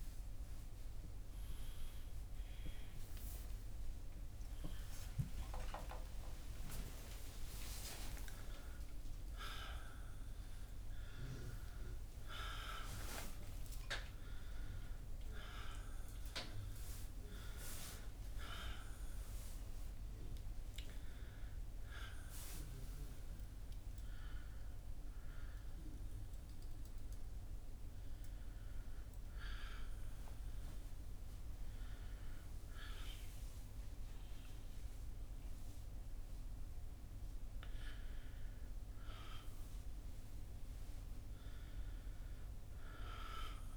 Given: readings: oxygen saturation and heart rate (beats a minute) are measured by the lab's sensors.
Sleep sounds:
a person awake in a sleep study, by a room microphone; none
none scored
From the record:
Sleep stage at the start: awake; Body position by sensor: on the back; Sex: male

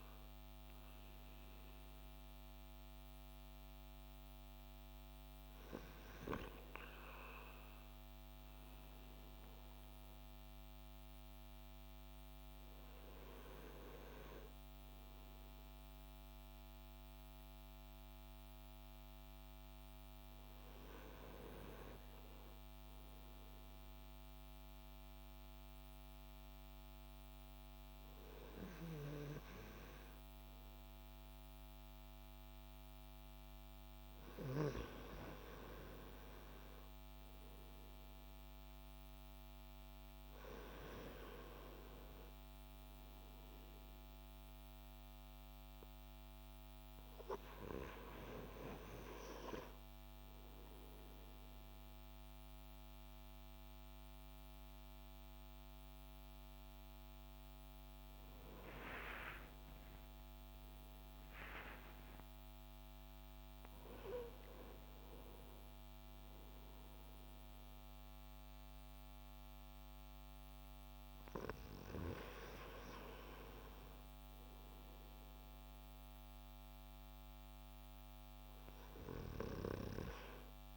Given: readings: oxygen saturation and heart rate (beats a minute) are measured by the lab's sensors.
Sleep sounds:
breathing in sleep by a microphone on the trachea; none
56.50-61.50 s: arousal
From the record:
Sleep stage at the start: N2 (light sleep); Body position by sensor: on the left side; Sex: male

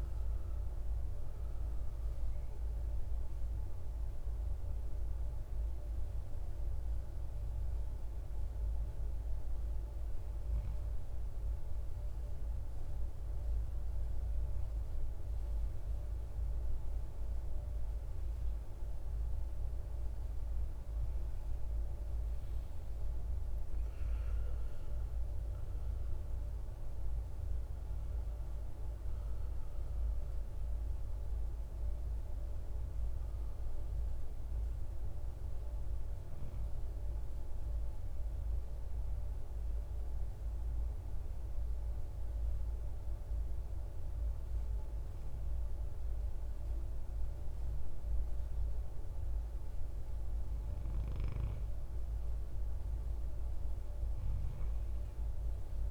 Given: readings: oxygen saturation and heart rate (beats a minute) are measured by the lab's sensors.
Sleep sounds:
breathing in sleep, hard to hear, by a room microphone; 1
2.00-55.91 s: new sleep stage, N2 (light sleep)
37.50-50.00 s: obstructive apnea (oxygen 96% before, 93% lowest, heart rate 61 before, 56 extreme, up 8 after)
52.00-55.00 s: arousal
From the record:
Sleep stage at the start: N1 (lightest sleep); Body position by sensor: on the right side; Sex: male

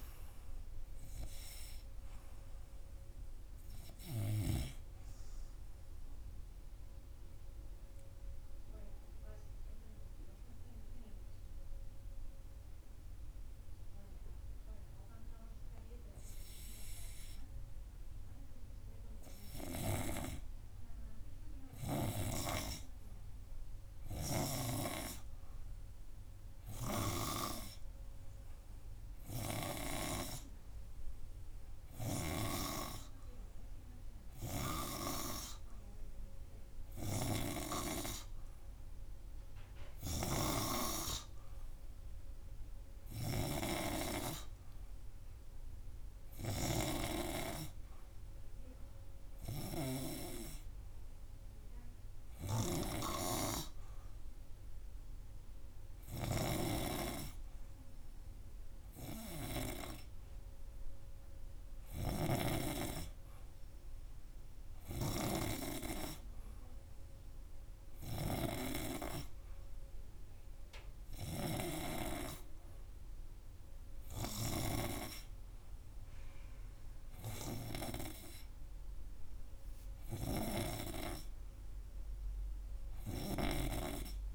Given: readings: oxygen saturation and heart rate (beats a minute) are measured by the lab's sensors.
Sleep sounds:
breathing in sleep by a room microphone; 1
0.00-2.50 s: arousal
6.50-17.50 s: obstructive apnea (oxygen 99% before, 96% lowest, heart rate 99 before, 89 extreme)
19.00-21.50 s: arousal
From the record:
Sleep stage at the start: N2 (light sleep); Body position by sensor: on the front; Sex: male

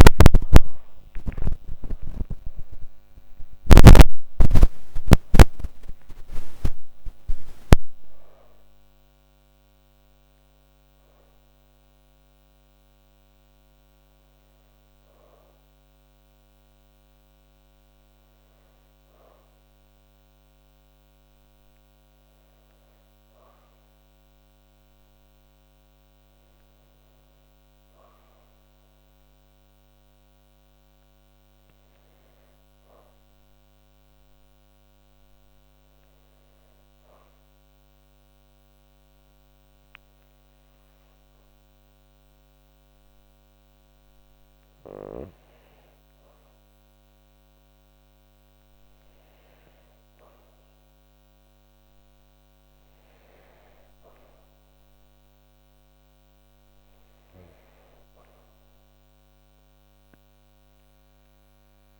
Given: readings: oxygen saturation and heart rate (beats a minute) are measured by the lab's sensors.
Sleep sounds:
a person awake in a sleep study, by a microphone on the trachea; none
0.00-9.00 s: oxygen desaturation (device-marked, oxygen 87% lowest)
51.00-62.00 s: new sleep stage, N1 (lightest sleep)
From the record:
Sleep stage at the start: awake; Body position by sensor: on the back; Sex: female

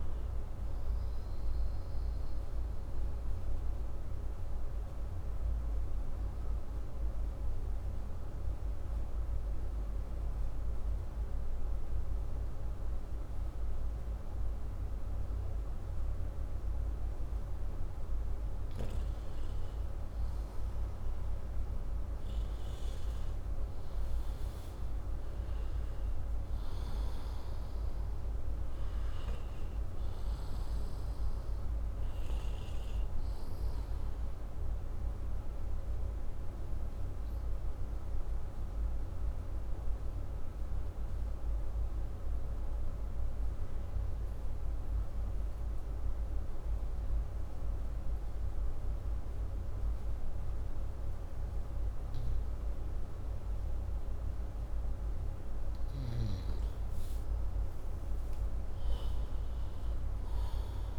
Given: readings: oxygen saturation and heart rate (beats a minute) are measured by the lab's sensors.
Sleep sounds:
breathing in sleep, hard to hear, by a room microphone; 2
3.50-17.00 s: obstructive apnea (oxygen 98% before, 94% lowest, heart rate 125 before, 107 extreme, up 51 after)
16.50-60.99 s: new sleep stage, N2 (light sleep)
19.00-23.00 s: arousal
23.50-46.50 s: oxygen desaturation (device-marked, oxygen 98% before, 94% lowest, heart rate 153 before, 107 extreme)
37.50-54.50 s: hypopnea (oxygen 98% before, 93% lowest, heart rate 144 before, 130 extreme, up 35 after)
57.50-60.99 s: arousal
From the record:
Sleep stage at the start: N1 (lightest sleep); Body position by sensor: upright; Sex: male

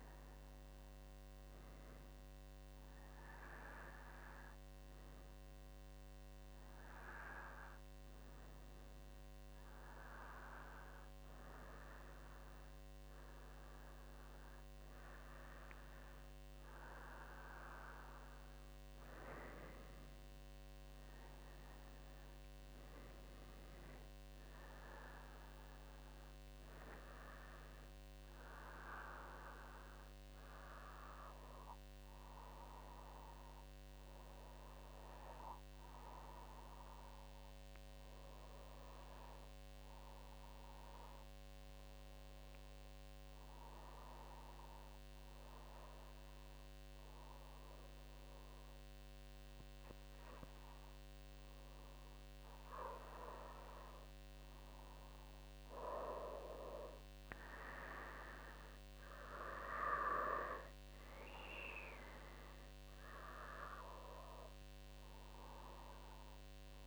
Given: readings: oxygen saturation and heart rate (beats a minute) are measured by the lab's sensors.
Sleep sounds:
breathing in sleep by a microphone on the trachea; 1
26.50-66.87 s: new sleep stage, N2 (light sleep)
43.00-54.00 s: hypopnea (oxygen 96% before, 95% lowest, heart rate 58 before, 54 extreme, up 6 after)
55.50-59.00 s: arousal
From the record:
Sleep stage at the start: REM sleep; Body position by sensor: on the back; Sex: female

